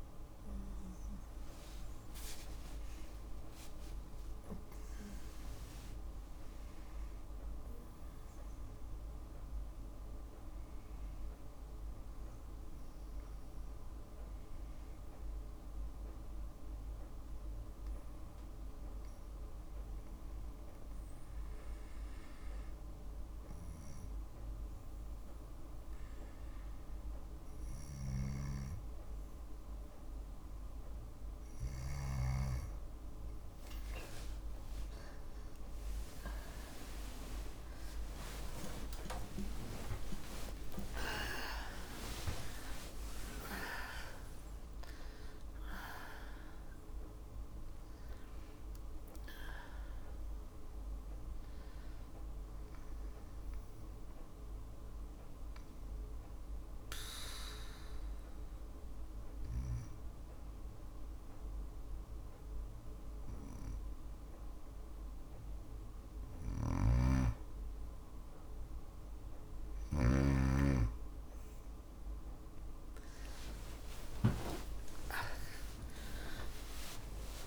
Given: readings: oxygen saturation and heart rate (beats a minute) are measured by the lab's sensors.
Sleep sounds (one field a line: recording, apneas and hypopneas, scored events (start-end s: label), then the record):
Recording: breathing in sleep by a room microphone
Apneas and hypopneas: 2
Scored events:
0.00-3.00 s: arousal
0.00-11.50 s: oxygen desaturation (device-marked, oxygen 93% lowest, heart rate 55 extreme)
15.50-28.00 s: obstructive apnea (oxygen 97% before, 92% lowest, heart rate 62 before, 55 extreme, up 8 after)
33.50-40.00 s: arousal
36.50-44.50 s: tachycardia (device-marked, heart rate 61 before, 156 extreme)
53.50-65.50 s: obstructive apnea (oxygen 97% before, 92% lowest, heart rate 100 before, 56 extreme, up 12 after)
66.00-69.50 s: snoring (device-marked)
71.50-77.47 s: tachycardia (device-marked, heart rate 63 before, 166 extreme)
72.50-77.00 s: arousal
From the record:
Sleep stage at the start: N1 (lightest sleep)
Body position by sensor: on the back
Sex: female